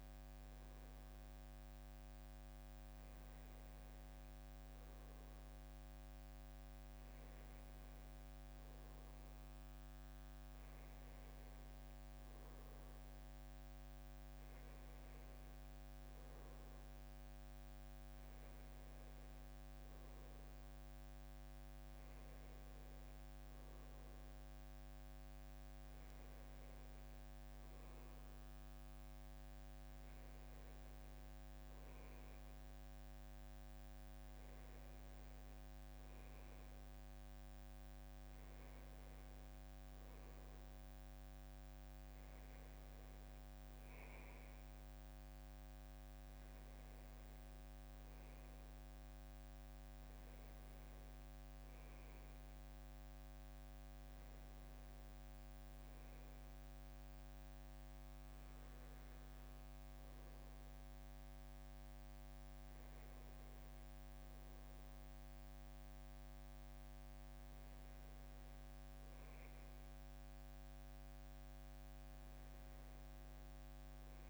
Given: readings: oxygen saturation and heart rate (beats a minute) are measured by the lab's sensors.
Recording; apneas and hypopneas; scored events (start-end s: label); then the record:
a person awake in a sleep study, hard to hear, by a microphone on the trachea; none
none scored
From the record:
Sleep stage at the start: awake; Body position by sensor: on the back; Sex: male